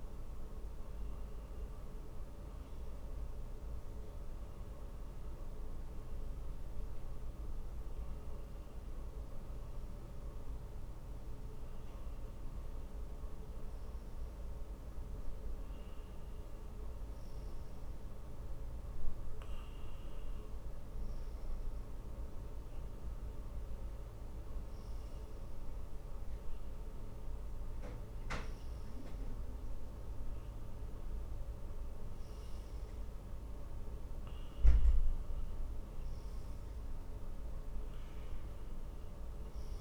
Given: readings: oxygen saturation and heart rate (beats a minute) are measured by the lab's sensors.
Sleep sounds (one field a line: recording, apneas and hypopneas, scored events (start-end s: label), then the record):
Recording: breathing in sleep, hard to hear, by a room microphone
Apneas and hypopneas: none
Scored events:
22.50-39.81 s: new sleep stage, N2 (light sleep)
From the record:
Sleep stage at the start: N1 (lightest sleep)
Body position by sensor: on the back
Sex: male